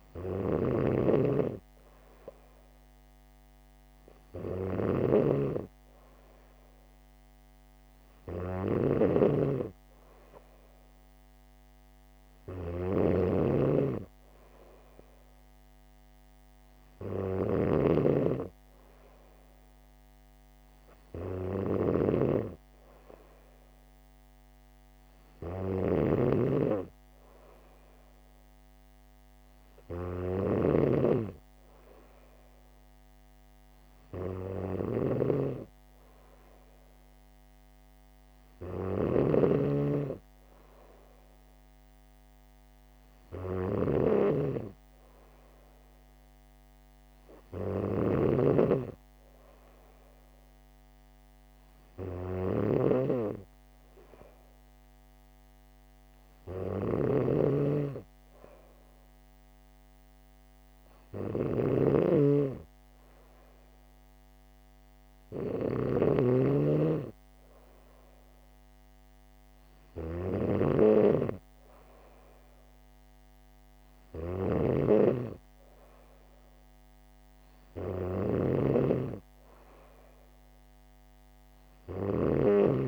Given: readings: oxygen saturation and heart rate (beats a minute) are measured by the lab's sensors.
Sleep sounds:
breathing in sleep by a microphone on the trachea; none
0.00-82.88 s: snoring (device-marked)
From the record:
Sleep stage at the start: N3 (deep sleep); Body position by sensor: on the back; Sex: female

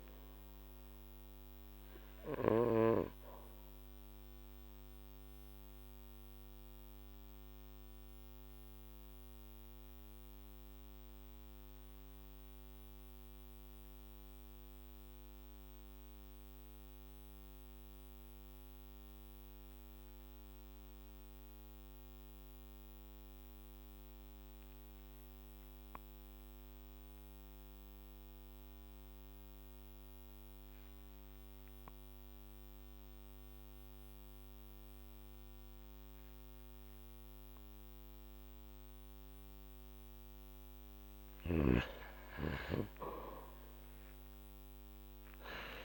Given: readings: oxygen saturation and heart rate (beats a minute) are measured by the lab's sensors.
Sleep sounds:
breathing in sleep by a microphone on the trachea; 1
2.50-41.50 s: mixed apnea (oxygen 98% before, 92% lowest, heart rate 53 before, 44 extreme, up 10 after)
34.00-45.85 s: oxygen desaturation (device-marked, oxygen 99% before, 92% lowest, heart rate 48 before, 45 extreme)
42.50-45.85 s: arousal
From the record:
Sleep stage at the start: N2 (light sleep); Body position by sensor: on the back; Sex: male

